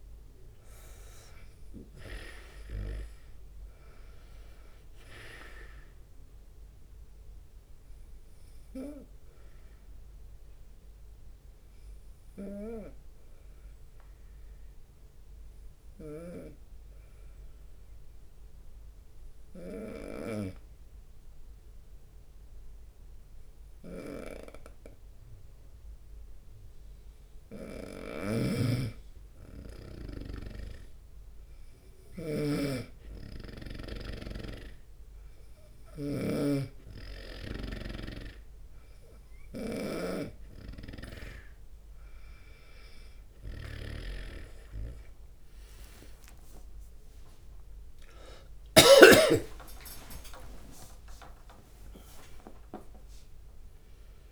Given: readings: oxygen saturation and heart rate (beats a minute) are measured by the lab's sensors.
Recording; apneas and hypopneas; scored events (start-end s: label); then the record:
breathing in sleep by a room microphone; 1
0.00-2.00 s: arousal
0.00-20.50 s: oxygen desaturation (device-marked, oxygen 88% lowest, heart rate 72 extreme)
11.50-12.50 s: leg movement (device-marked)
12.00-27.50 s: obstructive apnea (oxygen 95% before, 88% lowest, heart rate 75 before, 72 extreme)
16.50-20.50 s: snoring (device-marked)
28.50-36.50 s: snoring (device-marked)
29.50-32.50 s: arousal
37.50-51.50 s: oxygen desaturation (device-marked, oxygen 96% before, 91% lowest, heart rate 74 before, 70 extreme)
41.00-50.00 s: snoring (device-marked)
47.50-54.32 s: tachycardia (device-marked, heart rate 61 before, 121 extreme)
52.50-54.32 s: drop in pulse transit time (device-marked, heart rate 79 before, 85 extreme)
From the record:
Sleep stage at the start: N2 (light sleep); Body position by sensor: on the right side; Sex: male